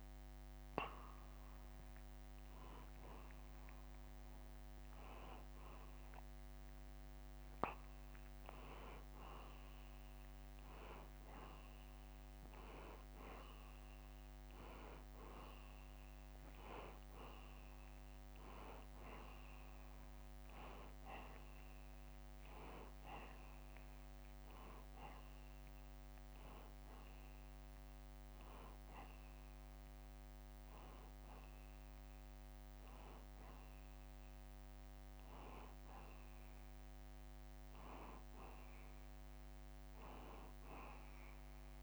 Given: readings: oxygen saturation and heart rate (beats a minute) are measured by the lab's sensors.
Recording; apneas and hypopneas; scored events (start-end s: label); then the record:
breathing in sleep by a microphone on the trachea; none
none scored
From the record:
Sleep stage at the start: N2 (light sleep); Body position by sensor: on the back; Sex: male